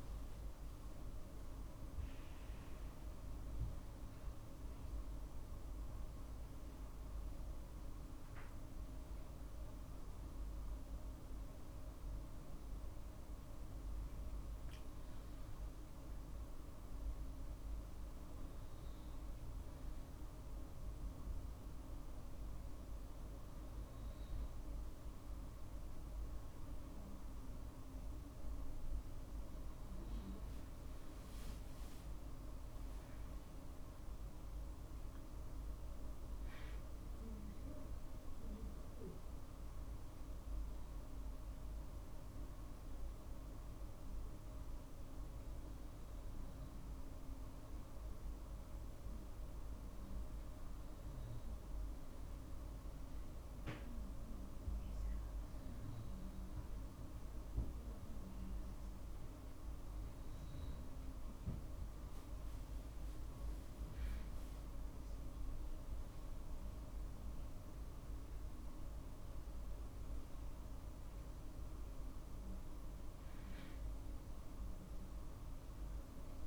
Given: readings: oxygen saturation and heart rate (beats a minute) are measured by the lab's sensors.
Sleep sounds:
breathing in sleep, hard to hear, by a room microphone; none
7.00-26.00 s: drop in pulse transit time (device-marked, heart rate 51 before, 50 extreme)
35.00-39.00 s: arousal
From the record:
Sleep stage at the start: N2 (light sleep); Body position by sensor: on the right side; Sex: male

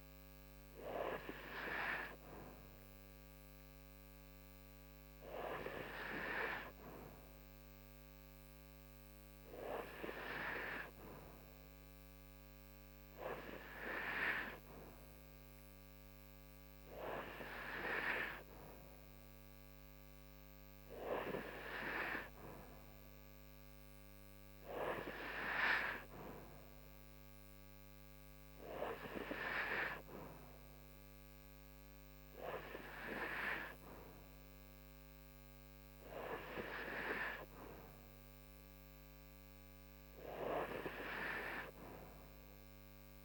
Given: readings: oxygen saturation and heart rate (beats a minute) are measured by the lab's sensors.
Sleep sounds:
breathing in sleep by a microphone on the trachea; none
none scored
From the record:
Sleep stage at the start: N2 (light sleep); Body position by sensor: on the right side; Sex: female

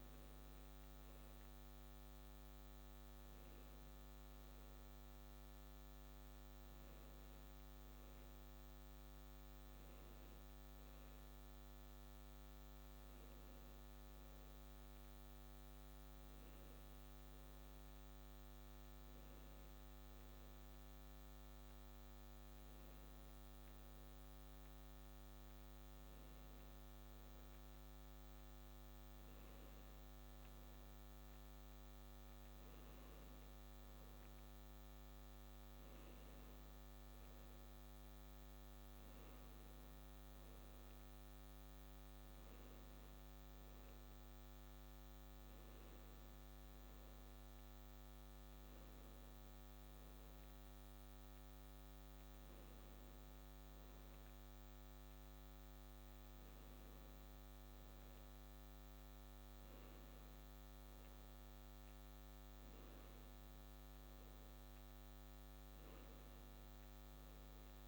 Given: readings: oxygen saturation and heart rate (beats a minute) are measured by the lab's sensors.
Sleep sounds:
breathing in sleep, hard to hear, by a microphone on the trachea; none
none scored
From the record:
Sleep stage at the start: N1 (lightest sleep); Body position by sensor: on the back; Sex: male

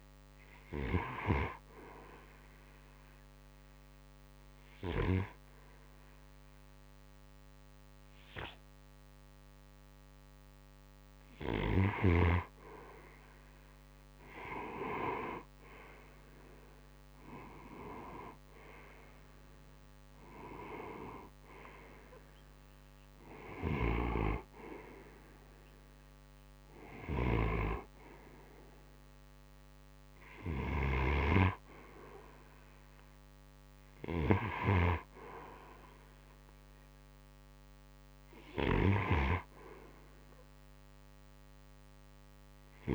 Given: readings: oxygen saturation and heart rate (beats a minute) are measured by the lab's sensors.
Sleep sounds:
breathing in sleep by a microphone on the trachea; 1
0.00-10.50 s: oxygen desaturation (device-marked, oxygen 89% lowest)
2.00-12.00 s: obstructive apnea (oxygen 92% before, 88% lowest)
14.00-18.50 s: arousal
21.50-36.50 s: oxygen desaturation (device-marked, oxygen 94% before, 88% lowest)
From the record:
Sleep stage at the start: N2 (light sleep); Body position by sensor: on the right side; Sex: male

